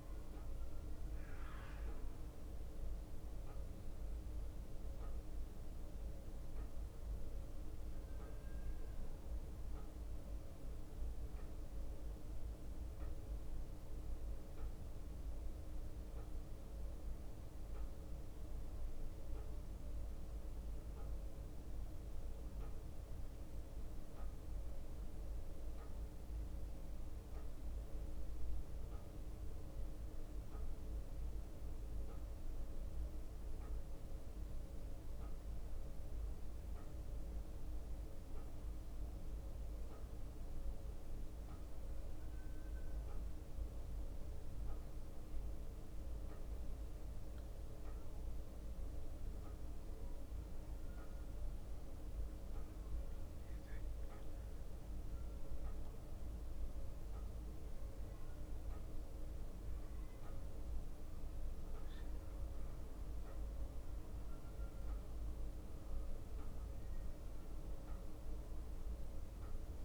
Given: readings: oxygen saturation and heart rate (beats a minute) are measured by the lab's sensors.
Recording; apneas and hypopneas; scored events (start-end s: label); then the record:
a person awake in a sleep study, hard to hear, by a room microphone; none
0.50-9.50 s: bradycardia (device-marked, heart rate 58 before, 58 extreme)
14.50-45.50 s: bradycardia (device-marked, heart rate 58 before, 58 extreme)
49.50-52.50 s: bradycardia (device-marked, heart rate 58 before, 59 extreme)
From the record:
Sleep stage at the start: awake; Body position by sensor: on the back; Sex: male